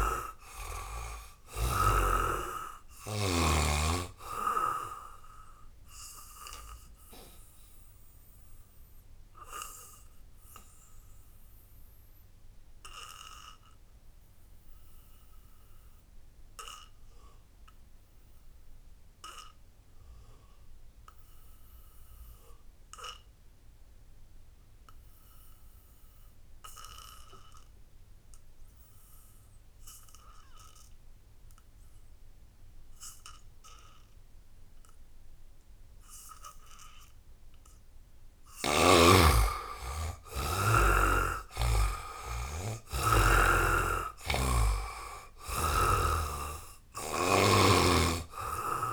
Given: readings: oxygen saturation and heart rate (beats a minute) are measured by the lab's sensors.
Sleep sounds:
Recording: breathing in sleep by a room microphone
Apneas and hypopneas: 1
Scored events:
0.00-16.00 s: oxygen desaturation (device-marked, oxygen 73% lowest, heart rate 61 extreme)
4.50-36.50 s: obstructive apnea (oxygen 98% before, 72% lowest, heart rate 71 before, 62 extreme, up 5 after)
24.00-48.93 s: oxygen desaturation (device-marked, oxygen 98% before, 72% lowest, heart rate 78 before, 62 extreme)
38.50-42.50 s: arousal
From the record:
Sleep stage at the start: N2 (light sleep)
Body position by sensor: on the back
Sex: male

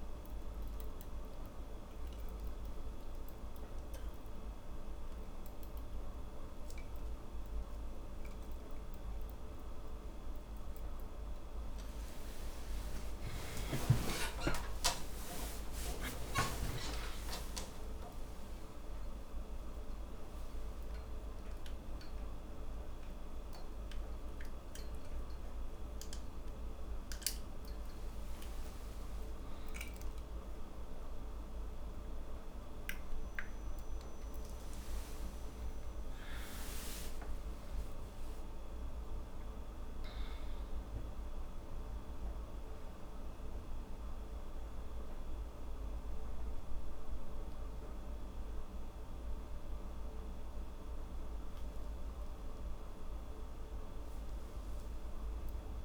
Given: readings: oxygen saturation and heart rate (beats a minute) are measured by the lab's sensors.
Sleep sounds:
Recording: a person awake in a sleep study, by a room microphone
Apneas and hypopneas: none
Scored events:
2.50-55.85 s: new sleep stage, awake
18.50-25.50 s: oxygen desaturation (device-marked, oxygen 98% before, 95% lowest, heart rate 83 before, 82 extreme)
From the record:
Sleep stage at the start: N2 (light sleep)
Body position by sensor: on the back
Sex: female

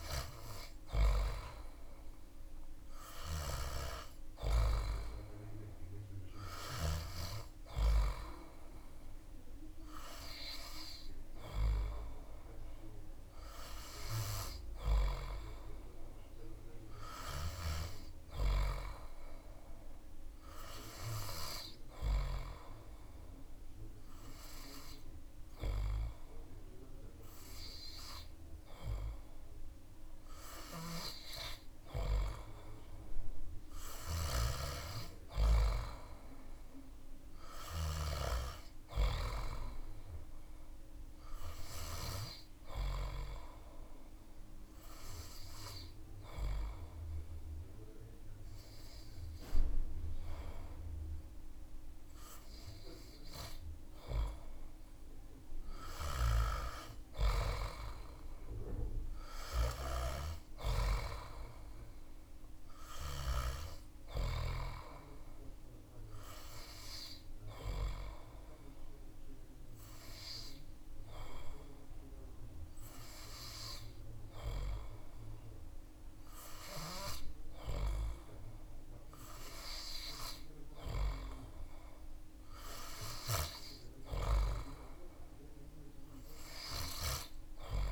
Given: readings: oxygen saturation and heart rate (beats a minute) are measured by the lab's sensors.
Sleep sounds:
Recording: breathing in sleep by a room microphone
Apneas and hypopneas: 1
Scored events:
42.00-54.00 s: obstructive apnea (oxygen 98% before, 96% lowest)
58.50-62.00 s: arousal
From the record:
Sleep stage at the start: N3 (deep sleep)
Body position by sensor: on the back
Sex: male

